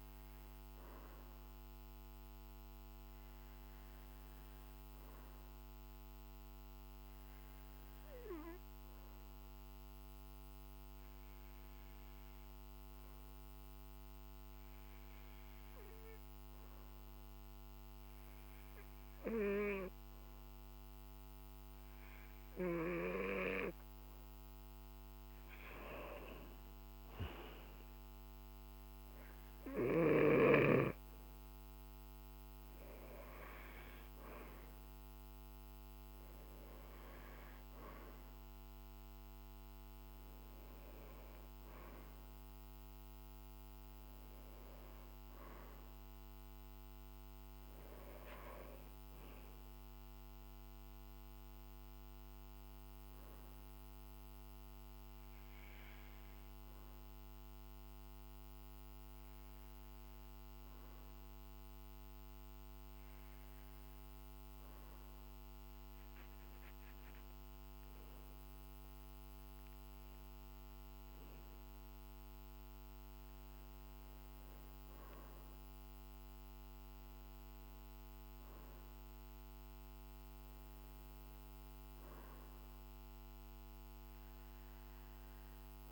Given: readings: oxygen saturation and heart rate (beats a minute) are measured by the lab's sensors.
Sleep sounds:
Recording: breathing in sleep by a microphone on the trachea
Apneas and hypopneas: 2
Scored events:
1.50-24.50 s: obstructive apnea (oxygen 96% before, 93% lowest, heart rate 51 before, 49 extreme, up 14 after)
26.50-30.00 s: arousal
52.50-65.50 s: hypopnea (oxygen 95% before, 95% lowest, heart rate 51 before, 48 extreme, up 16 after)
67.00-70.50 s: arousal
From the record:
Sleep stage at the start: N2 (light sleep)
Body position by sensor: on the back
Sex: male

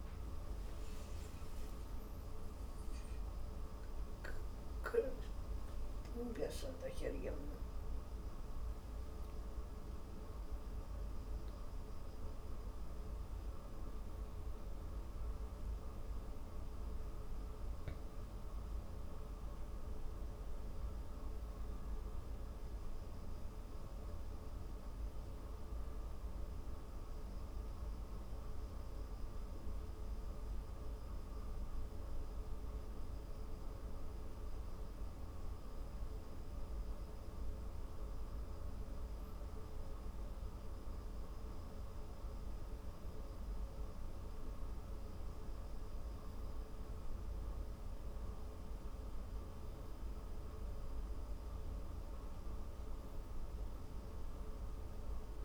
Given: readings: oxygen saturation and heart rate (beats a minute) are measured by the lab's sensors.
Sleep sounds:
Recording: breathing in sleep, hard to hear, by a room microphone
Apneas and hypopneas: 1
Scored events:
1.00-55.45 s: new sleep stage, N1 (lightest sleep)
1.50-6.50 s: arousal
24.00-36.50 s: hypopnea (oxygen 94% before, 93% lowest)
39.50-44.00 s: arousal
From the record:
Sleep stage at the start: N3 (deep sleep)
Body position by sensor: on the back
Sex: female

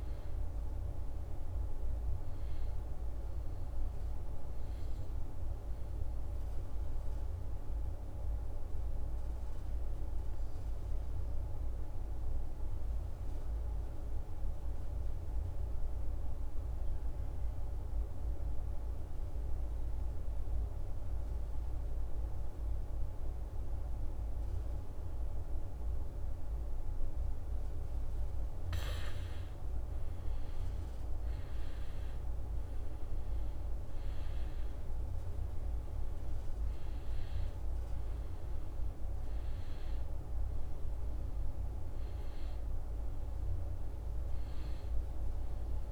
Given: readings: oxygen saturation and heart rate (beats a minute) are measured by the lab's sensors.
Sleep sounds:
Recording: breathing in sleep, hard to hear, by a room microphone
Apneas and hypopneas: 1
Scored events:
0.00-16.00 s: oxygen desaturation (device-marked, oxygen 88% lowest, heart rate 64 extreme)
4.50-26.50 s: obstructive apnea (oxygen 97% before, 87% lowest, heart rate 68 before, 64 extreme, up 7 after)
27.00-45.92 s: oxygen desaturation (device-marked, oxygen 99% before, 87% lowest, heart rate 66 before, 61 extreme)
28.00-31.50 s: arousal
From the record:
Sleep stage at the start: N2 (light sleep)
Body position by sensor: on the back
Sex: male

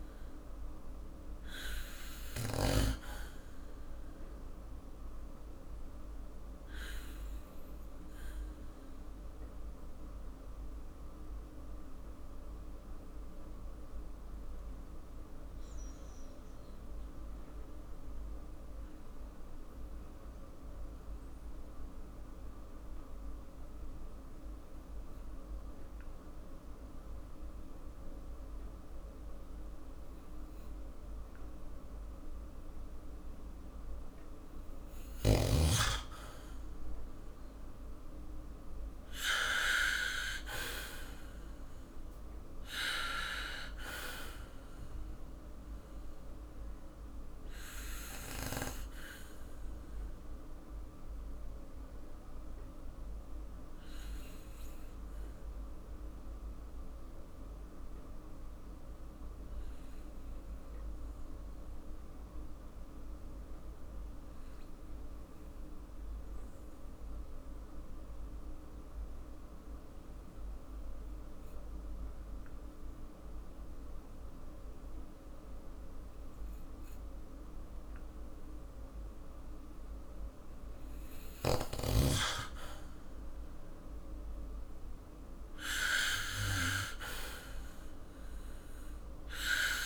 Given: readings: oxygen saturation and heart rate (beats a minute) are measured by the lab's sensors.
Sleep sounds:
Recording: breathing in sleep by a room microphone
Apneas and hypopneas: 2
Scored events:
4.00-33.50 s: obstructive apnea (oxygen 98% before, 95% lowest, heart rate 53 before, 47 extreme, up 8 after)
35.50-48.50 s: oxygen desaturation (device-marked, oxygen 98% before, 95% lowest, heart rate 50 before, 51 extreme)
36.50-43.00 s: arousal
46.00-79.50 s: obstructive apnea (oxygen 98% before, 95% lowest, heart rate 52 before, 49 extreme, up 5 after)
76.50-85.50 s: oxygen desaturation (device-marked, oxygen 98% before, 95% lowest, heart rate 52 before, 49 extreme)
82.00-87.50 s: arousal
From the record:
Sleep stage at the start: N2 (light sleep)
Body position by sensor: on the back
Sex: male

